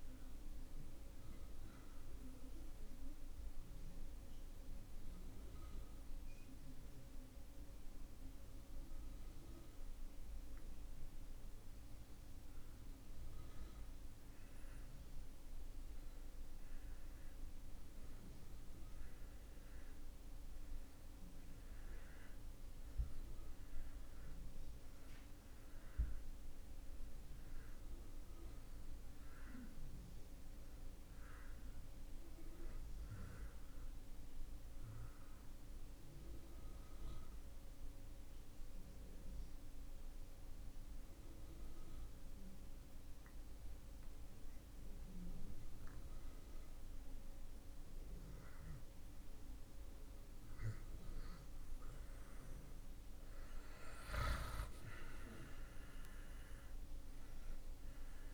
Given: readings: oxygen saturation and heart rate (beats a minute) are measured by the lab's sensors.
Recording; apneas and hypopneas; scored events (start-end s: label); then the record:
breathing in sleep, hard to hear, by a room microphone; 2
0.00-14.00 s: oxygen desaturation (device-marked, oxygen 84% lowest)
1.50-11.50 s: mixed apnea (oxygen 95% before, 84% lowest)
13.00-17.00 s: arousal
28.00-50.00 s: oxygen desaturation (device-marked, oxygen 95% before, 87% lowest)
36.00-49.50 s: obstructive apnea (oxygen 95% before, 84% lowest)
52.00-56.50 s: arousal
From the record:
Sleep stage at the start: N2 (light sleep); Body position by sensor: on the back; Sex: male